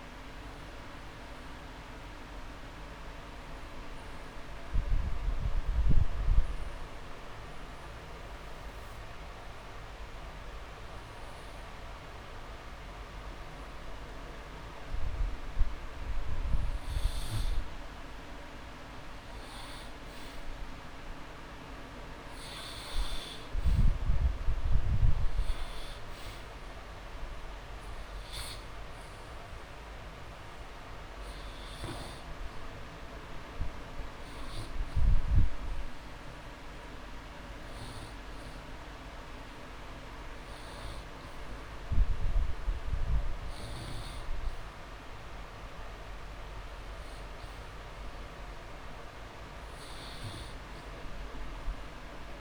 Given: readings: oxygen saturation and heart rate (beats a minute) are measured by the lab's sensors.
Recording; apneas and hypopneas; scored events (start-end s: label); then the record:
breathing in sleep, hard to hear, by a room microphone; 1
0.00-4.00 s: oxygen desaturation (device-marked, oxygen 95% lowest)
0.00-11.00 s: drop in pulse transit time (device-marked)
0.50-15.50 s: obstructive apnea (oxygen 99% before, 92% lowest)
6.00-8.00 s: long interval between heartbeats (device-marked)
19.50-22.50 s: arousal
23.00-45.00 s: oxygen desaturation (device-marked, oxygen 98% before, 92% lowest)
From the record:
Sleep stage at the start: N2 (light sleep); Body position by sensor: on the back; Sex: male